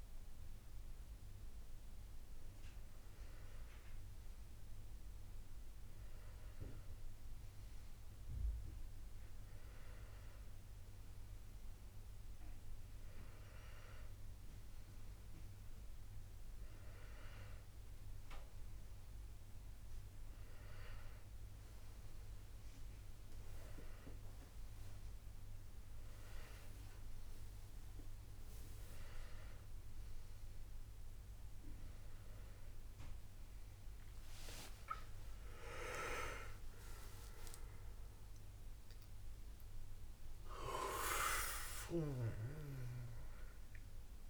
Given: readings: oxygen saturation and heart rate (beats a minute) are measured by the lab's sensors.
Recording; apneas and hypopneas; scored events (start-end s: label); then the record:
a person awake in a sleep study, by a room microphone; none
none scored
From the record:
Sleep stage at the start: awake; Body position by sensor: on the back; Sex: male